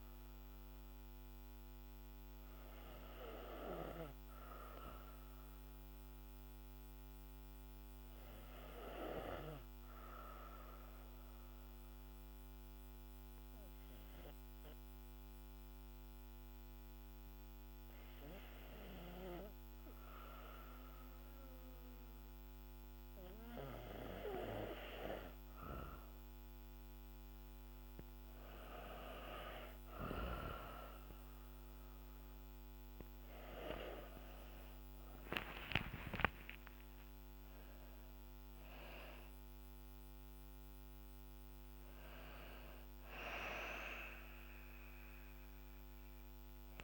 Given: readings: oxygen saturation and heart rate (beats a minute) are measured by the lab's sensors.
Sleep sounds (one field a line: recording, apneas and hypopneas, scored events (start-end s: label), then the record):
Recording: breathing in sleep by a microphone on the trachea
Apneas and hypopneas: 1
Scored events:
0.00-3.50 s: oxygen desaturation (device-marked, oxygen 93% lowest, heart rate 51 extreme)
9.00-24.50 s: obstructive apnea (oxygen 97% before, 92% lowest, heart rate 57 before, 51 extreme, up 8 after)
30.50-46.84 s: oxygen desaturation (device-marked, oxygen 96% before, 92% lowest, heart rate 54 before, 50 extreme)
32.00-35.50 s: arousal
From the record:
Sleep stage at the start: N2 (light sleep)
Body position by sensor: on the back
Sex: female